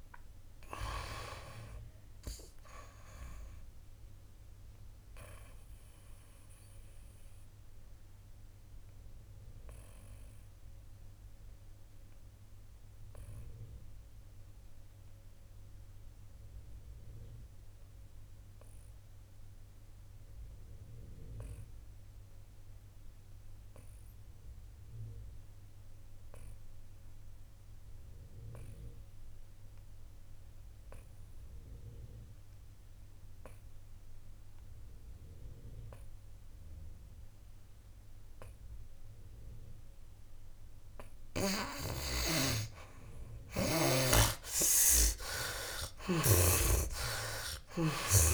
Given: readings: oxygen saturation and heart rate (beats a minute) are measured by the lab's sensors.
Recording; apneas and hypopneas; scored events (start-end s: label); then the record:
breathing in sleep by a room microphone; 1
0.00-25.00 s: oxygen desaturation (device-marked, oxygen 71% lowest, heart rate 57 extreme)
4.50-41.50 s: obstructive apnea (oxygen 96% before, 70% lowest, heart rate 69 before, 57 extreme, up 15 after)
43.00-48.34 s: oxygen desaturation (device-marked, oxygen 97% before, 70% lowest, heart rate 60 before, 59 extreme)
44.50-48.34 s: arousal
46.50-48.34 s: snoring (device-marked)
From the record:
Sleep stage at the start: N2 (light sleep); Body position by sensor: on the back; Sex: male